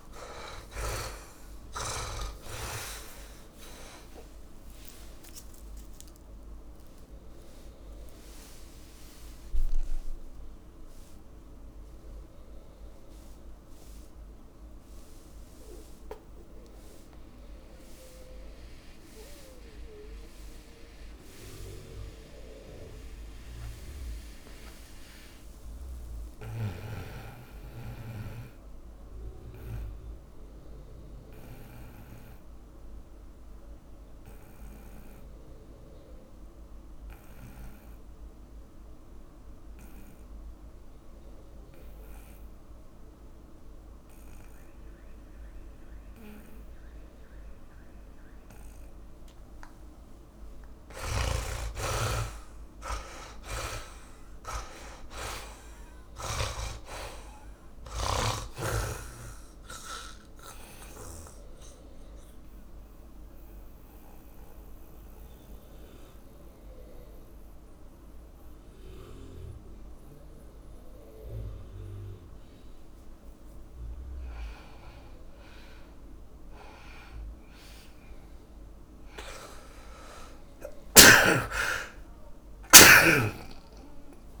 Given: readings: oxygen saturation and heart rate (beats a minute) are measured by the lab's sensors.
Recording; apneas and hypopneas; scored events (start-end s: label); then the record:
breathing in sleep by a room microphone; 2
0.00-27.00 s: oxygen desaturation (device-marked, oxygen 68% lowest)
10.00-49.50 s: mixed apnea (oxygen 91% before, 68% lowest)
27.00-55.00 s: tachycardia (device-marked, heart rate 110 before, 156 extreme)
43.00-76.00 s: oxygen desaturation (device-marked, oxygen 100% before, 75% lowest)
51.00-57.00 s: snoring (device-marked)
51.50-56.00 s: arousal
63.50-76.00 s: mixed apnea (oxygen 100% before, 75% lowest)
65.00-84.40 s: new sleep stage, N2 (light sleep)
73.00-84.40 s: tachycardia (device-marked, heart rate 104 before, 180 extreme)
81.00-84.40 s: arousal
From the record:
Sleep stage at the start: REM sleep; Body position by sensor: on the back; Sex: male